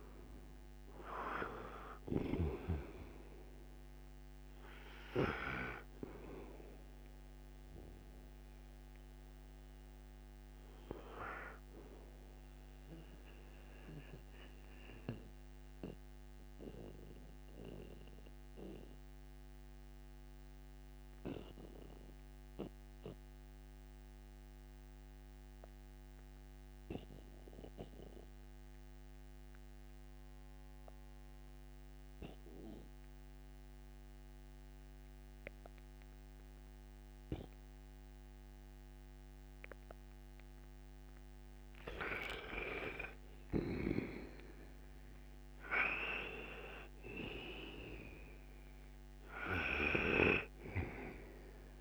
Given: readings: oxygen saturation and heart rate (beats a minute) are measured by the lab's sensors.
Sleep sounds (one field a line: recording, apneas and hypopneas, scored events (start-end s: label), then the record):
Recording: breathing in sleep by a microphone on the trachea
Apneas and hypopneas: 1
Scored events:
0.00-2.00 s: snoring (device-marked)
0.00-29.50 s: oxygen desaturation (device-marked, oxygen 79% lowest, heart rate 58 extreme)
15.50-41.00 s: mixed apnea (oxygen 97% before, 79% lowest, heart rate 69 before, 58 extreme, up 26 after)
42.50-46.50 s: arousal
42.50-51.81 s: oxygen desaturation (device-marked, oxygen 98% before, 83% lowest, heart rate 60 before, 59 extreme)
From the record:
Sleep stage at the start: N2 (light sleep)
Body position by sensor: on the right side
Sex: male